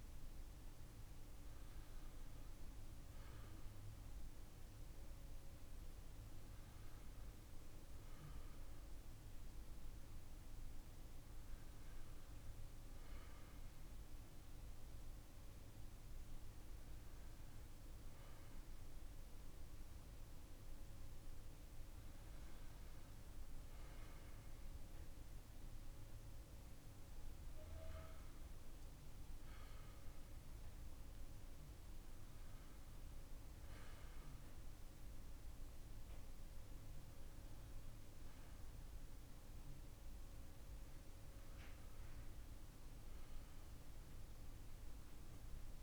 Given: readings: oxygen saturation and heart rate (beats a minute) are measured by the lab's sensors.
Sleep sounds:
breathing in sleep, hard to hear, by a room microphone; none
none scored
From the record:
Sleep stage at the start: N2 (light sleep); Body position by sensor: on the back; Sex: male

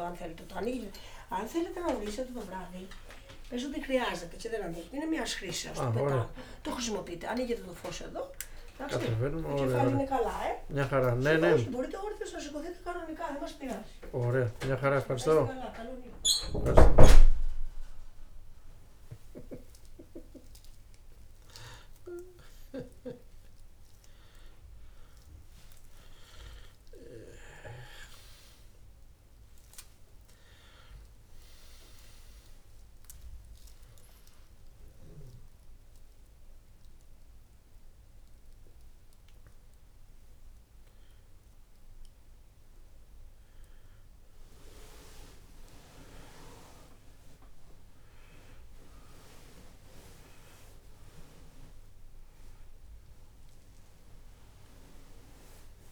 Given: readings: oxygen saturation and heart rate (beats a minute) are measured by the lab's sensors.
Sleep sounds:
a person awake in a sleep study, by a room microphone; none
9.00-16.00 s: oxygen desaturation (device-marked, oxygen 98% before, 95% lowest, heart rate 111 before, 89 extreme)
9.50-15.00 s: snoring (device-marked)
From the record:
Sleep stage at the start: awake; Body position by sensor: on the back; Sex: male

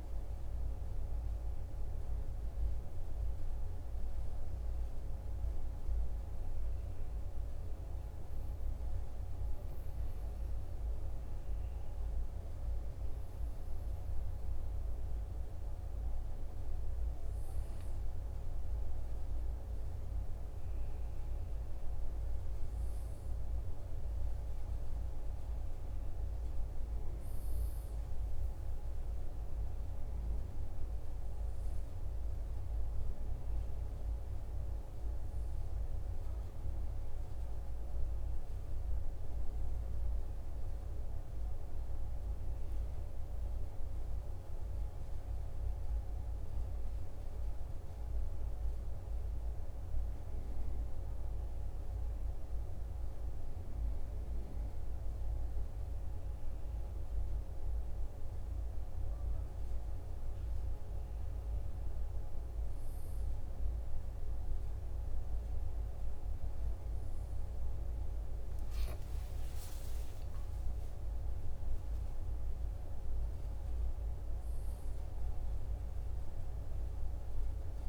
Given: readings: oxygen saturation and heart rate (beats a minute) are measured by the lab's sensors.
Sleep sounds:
breathing in sleep, hard to hear, by a room microphone; none
65.00-70.00 s: arousal
From the record:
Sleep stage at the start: N1 (lightest sleep); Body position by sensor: on the right side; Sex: male

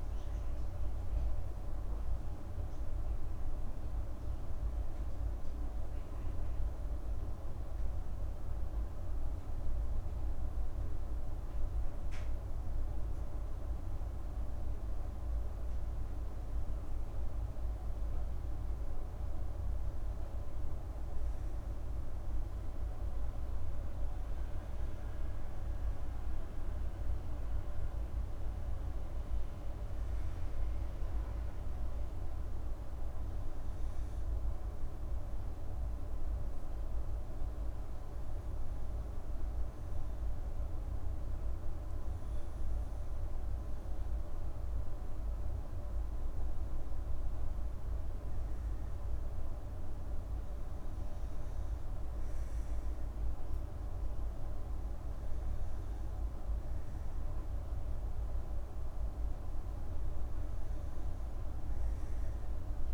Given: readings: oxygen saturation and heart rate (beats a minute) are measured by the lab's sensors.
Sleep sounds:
breathing in sleep, hard to hear, by a room microphone; none
none scored
From the record:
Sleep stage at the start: N2 (light sleep); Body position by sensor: on the back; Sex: female

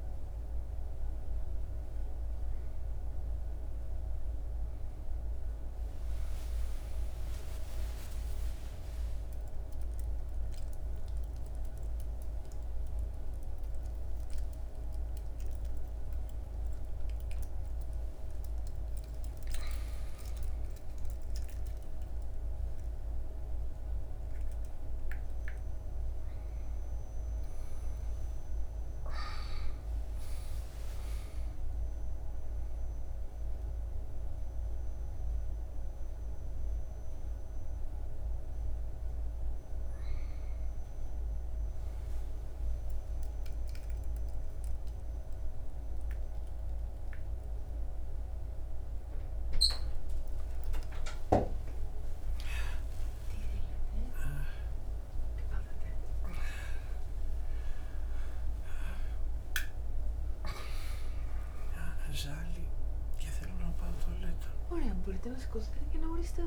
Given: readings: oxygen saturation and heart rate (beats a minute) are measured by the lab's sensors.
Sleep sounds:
a person awake in a sleep study, by a room microphone; none
25.00-66.47 s: new sleep stage, awake
From the record:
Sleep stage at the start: N3 (deep sleep); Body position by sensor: on the back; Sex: male

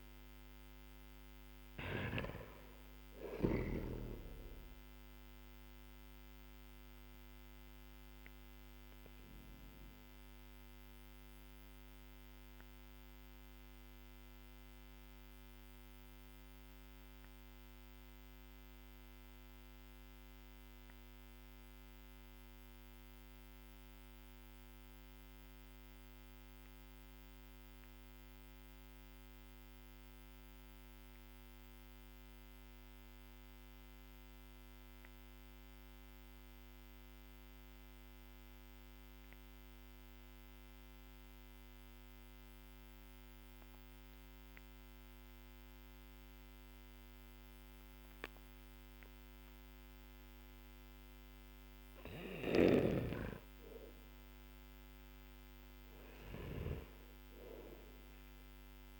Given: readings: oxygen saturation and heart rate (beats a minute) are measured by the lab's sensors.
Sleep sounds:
breathing in sleep by a microphone on the trachea; 1
0.00-3.00 s: snoring (device-marked)
0.00-31.00 s: oxygen desaturation (device-marked, oxygen 91% lowest, heart rate 42 extreme)
10.00-50.50 s: obstructive apnea (oxygen 98% before, 90% lowest, heart rate 52 before, 45 extreme, up 12 after)
46.00-59.00 s: oxygen desaturation (device-marked, oxygen 99% before, 90% lowest, heart rate 54 before, 44 extreme)
54.00-59.00 s: arousal
From the record:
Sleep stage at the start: N2 (light sleep); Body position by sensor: on the back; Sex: male

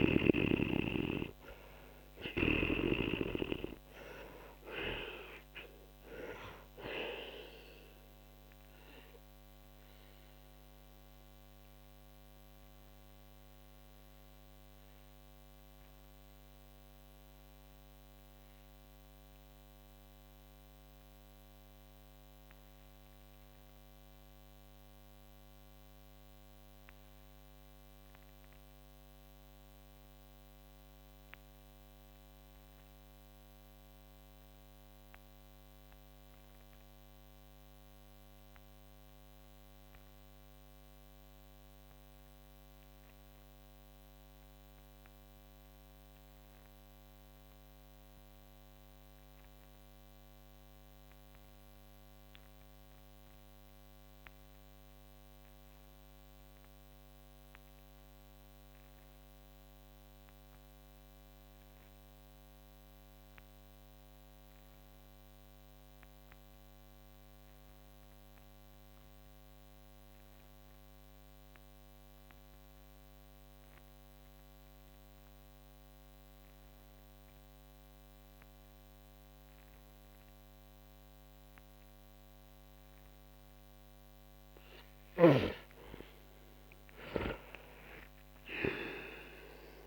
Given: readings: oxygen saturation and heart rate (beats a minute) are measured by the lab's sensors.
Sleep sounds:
breathing in sleep by a microphone on the trachea; 1
0.00-33.50 s: oxygen desaturation (device-marked, oxygen 79% lowest, heart rate 40 extreme)
11.50-85.50 s: mixed apnea (oxygen 96% before, 76% lowest, heart rate 72 before, 40 extreme, up 31 after)
63.50-89.87 s: oxygen desaturation (device-marked, oxygen 99% before, 76% lowest, heart rate 48 before, 44 extreme)
85.00-89.87 s: snoring (device-marked)
87.00-89.87 s: arousal
From the record:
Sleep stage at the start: N2 (light sleep); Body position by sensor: on the back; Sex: male

